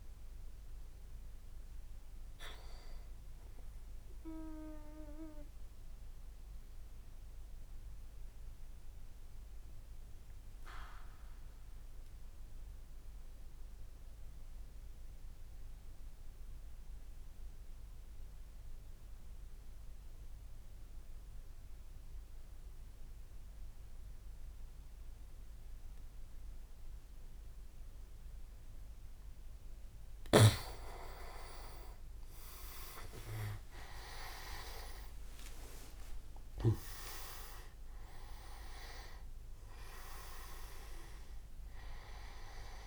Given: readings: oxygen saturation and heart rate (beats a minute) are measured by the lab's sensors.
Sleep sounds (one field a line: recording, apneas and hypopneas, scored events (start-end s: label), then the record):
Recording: breathing in sleep by a room microphone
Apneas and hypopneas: 1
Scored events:
3.50-29.50 s: obstructive apnea (oxygen 100% before, 94% lowest, heart rate 65 before, 60 extreme, up 41 after)
30.50-42.87 s: oxygen desaturation (device-marked, oxygen 98% before, 94% lowest, heart rate 68 before, 59 extreme)
31.50-36.00 s: arousal
35.00-37.50 s: leg movement (device-marked)
From the record:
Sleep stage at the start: N2 (light sleep)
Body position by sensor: on the back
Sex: male